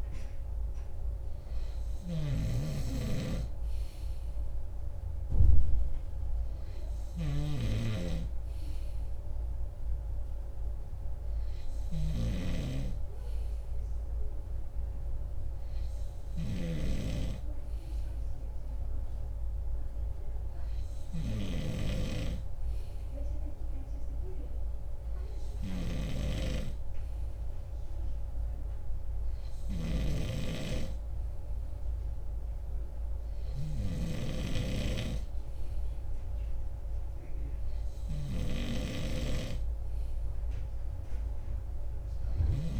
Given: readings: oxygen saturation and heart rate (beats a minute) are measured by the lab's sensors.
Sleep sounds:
breathing in sleep by a room microphone; none
0.00-17.00 s: snoring (device-marked)
From the record:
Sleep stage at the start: N2 (light sleep); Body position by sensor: on the right side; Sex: male

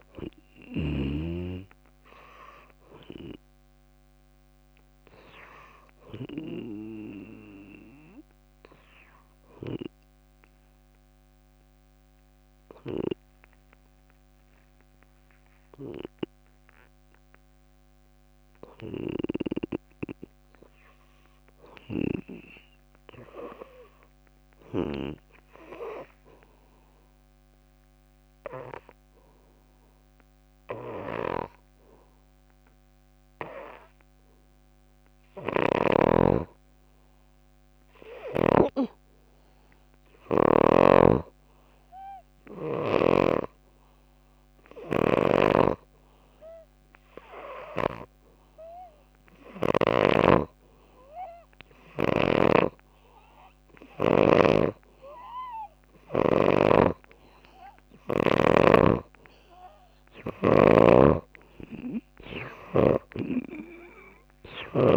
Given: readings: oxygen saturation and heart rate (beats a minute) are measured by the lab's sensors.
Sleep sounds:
breathing in sleep by a microphone on the trachea; 1
0.00-21.00 s: oxygen desaturation (device-marked, oxygen 69% lowest, heart rate 55 extreme)
9.50-55.00 s: hypopnea (oxygen 96% before, 69% lowest, heart rate 74 before, 59 extreme, up 8 after)
16.00-27.00 s: drop in pulse transit time (device-marked, heart rate 69 before, 61 extreme)
25.00-27.00 s: long interval between heartbeats (device-marked, heart rate 59 before, 70 extreme)
27.00-29.00 s: long interval between heartbeats (device-marked, heart rate 62 before, 95 extreme)
35.00-64.97 s: oxygen desaturation (device-marked, oxygen 98% before, 79% lowest, heart rate 73 before, 57 extreme)
35.50-39.00 s: snoring (device-marked)
41.00-50.00 s: snoring (device-marked)
54.50-58.50 s: snoring (device-marked)
58.00-63.00 s: arousal
60.50-64.97 s: snoring (device-marked)
From the record:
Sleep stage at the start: N2 (light sleep); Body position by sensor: on the back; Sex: female

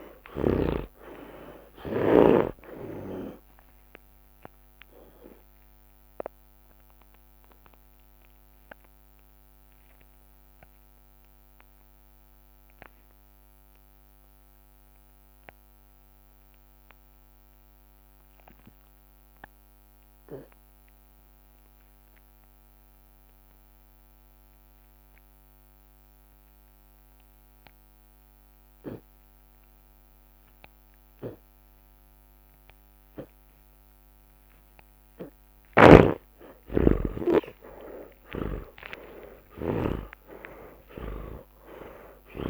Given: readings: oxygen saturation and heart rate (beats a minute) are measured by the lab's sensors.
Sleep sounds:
breathing in sleep by a microphone on the trachea; 1
0.00-2.00 s: snoring (device-marked)
4.00-6.00 s: long interval between heartbeats (device-marked, heart rate 43 before, 29 extreme)
8.50-23.50 s: oxygen desaturation (device-marked, oxygen 92% before, 86% lowest)
11.50-35.00 s: obstructive apnea (oxygen 92% before, 78% lowest)
24.50-28.50 s: tachycardia (device-marked, heart rate 40 before, 140 extreme)
28.50-36.50 s: drop in pulse transit time (device-marked)
36.50-42.00 s: arousal
37.50-39.50 s: long interval between heartbeats (device-marked, heart rate 46 before, 31 extreme)
38.00-42.50 s: snoring (device-marked)
40.00-42.00 s: long interval between heartbeats (device-marked, heart rate 46 before, 35 extreme)
From the record:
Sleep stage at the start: N2 (light sleep); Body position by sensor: on the back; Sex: male

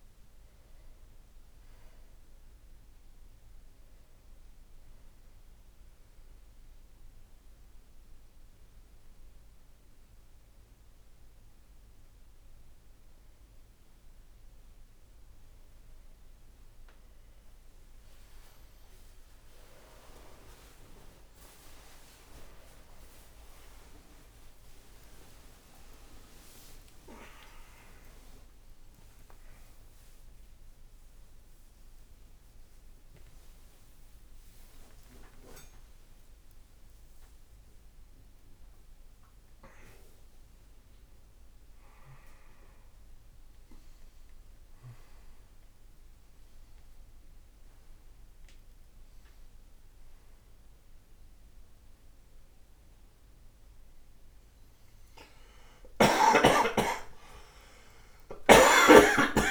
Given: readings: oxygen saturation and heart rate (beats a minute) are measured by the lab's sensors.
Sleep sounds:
a person awake in a sleep study, by a room microphone; 1
0.00-16.50 s: oxygen desaturation (device-marked, oxygen 93% lowest, heart rate 55 extreme)
6.00-17.50 s: hypopnea (oxygen 96% before, 93% lowest, heart rate 66 before, 55 extreme, up 18 after)
26.50-59.50 s: new sleep stage, awake
58.00-59.50 s: snoring (device-marked)
58.50-59.50 s: long interval between heartbeats (device-marked, heart rate 84 before, 81 extreme)
From the record:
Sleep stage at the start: N2 (light sleep); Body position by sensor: on the right side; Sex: male

